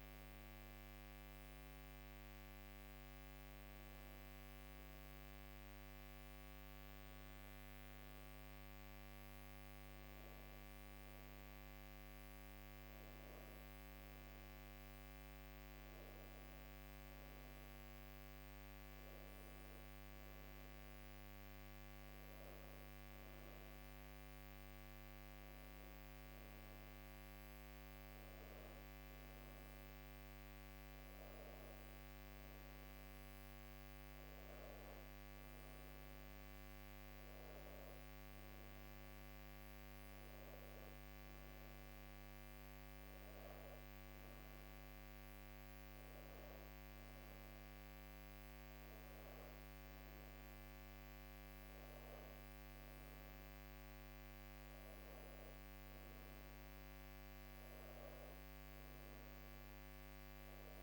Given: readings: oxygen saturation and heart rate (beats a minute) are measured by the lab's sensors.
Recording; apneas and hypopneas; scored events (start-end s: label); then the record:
a person partly awake in a sleep study, hard to hear, by a microphone on the trachea; none
0.50-60.83 s: new sleep stage, N2 (light sleep)
From the record:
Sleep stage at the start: awake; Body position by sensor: on the back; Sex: female